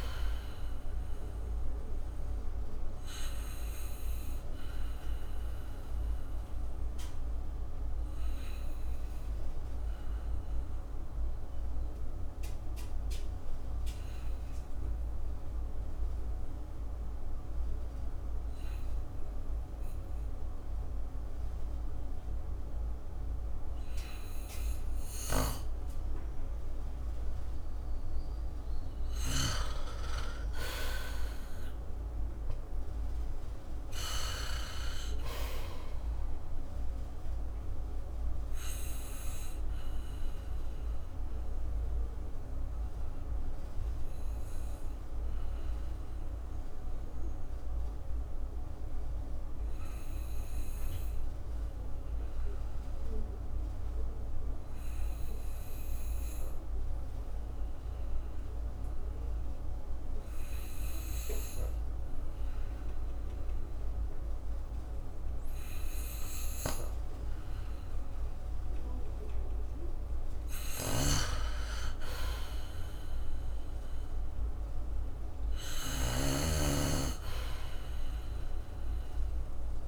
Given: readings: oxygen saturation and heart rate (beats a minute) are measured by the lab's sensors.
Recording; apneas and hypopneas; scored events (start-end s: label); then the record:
breathing in sleep by a room microphone; 2
4.50-28.50 s: obstructive apnea (oxygen 98% before, 89% lowest, heart rate 59 before, 54 extreme, up 12 after)
8.00-26.00 s: oxygen desaturation (device-marked, oxygen 97% before, 89% lowest, heart rate 60 before, 54 extreme)
30.50-34.50 s: arousal
41.00-69.00 s: obstructive apnea (oxygen 98% before, 87% lowest, heart rate 60 before, 54 extreme, up 4 after)
50.00-64.00 s: oxygen desaturation (device-marked, oxygen 96% before, 90% lowest, heart rate 60 before, 54 extreme)
71.00-76.50 s: snoring (device-marked)
72.00-75.00 s: arousal
From the record:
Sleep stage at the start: N2 (light sleep); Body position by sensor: on the back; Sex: male